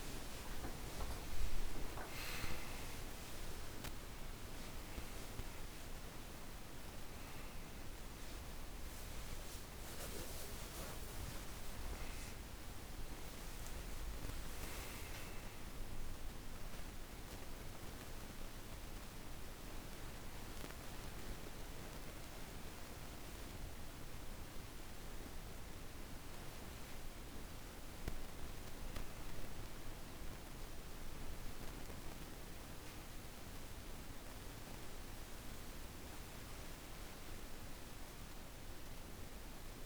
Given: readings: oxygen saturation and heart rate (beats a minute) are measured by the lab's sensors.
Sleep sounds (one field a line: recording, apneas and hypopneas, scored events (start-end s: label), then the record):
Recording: a person awake in a sleep study, hard to hear, by a room microphone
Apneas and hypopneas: none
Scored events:
none scored
From the record:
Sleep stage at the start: awake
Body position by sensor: on the back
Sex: male